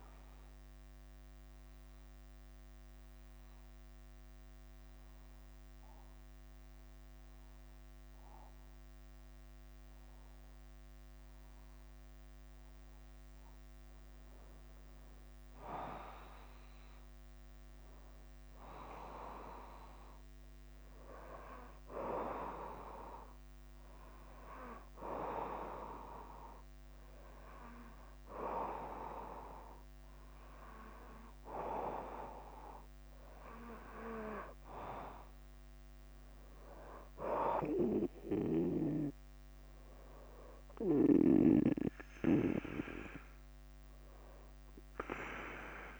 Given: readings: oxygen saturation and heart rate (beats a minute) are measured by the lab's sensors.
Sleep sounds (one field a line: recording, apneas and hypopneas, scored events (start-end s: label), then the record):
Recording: breathing in sleep by a microphone on the trachea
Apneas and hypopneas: 1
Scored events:
0.00-46.00 s: bradycardia (device-marked, heart rate 42 extreme)
1.50-14.00 s: obstructive apnea (oxygen 98% before, 94% lowest, heart rate 52 before, 44 extreme, up 7 after)
16.50-19.00 s: arousal
33.00-45.00 s: oxygen desaturation (device-marked, oxygen 98% before, 95% lowest, heart rate 50 before, 48 extreme)
From the record:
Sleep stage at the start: N2 (light sleep)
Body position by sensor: on the back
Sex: male